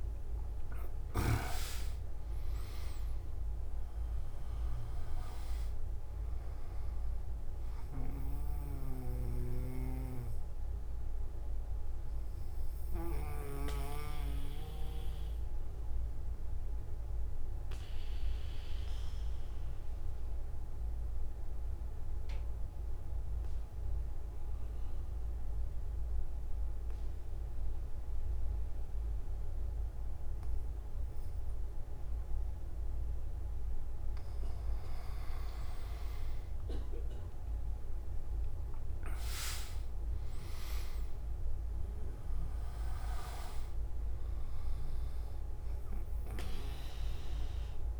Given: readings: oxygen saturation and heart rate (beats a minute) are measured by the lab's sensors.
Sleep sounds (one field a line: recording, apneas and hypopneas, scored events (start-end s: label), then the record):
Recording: breathing in sleep by a room microphone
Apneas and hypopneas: 1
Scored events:
3.50-25.50 s: oxygen desaturation (device-marked, oxygen 97% before, 91% lowest)
8.50-13.50 s: snoring (device-marked)
13.50-33.50 s: obstructive apnea (oxygen 97% before, 91% lowest)
41.50-48.00 s: oxygen desaturation (device-marked, oxygen 99% before, 94% lowest)
From the record:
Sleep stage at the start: N2 (light sleep)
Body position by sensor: on the back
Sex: male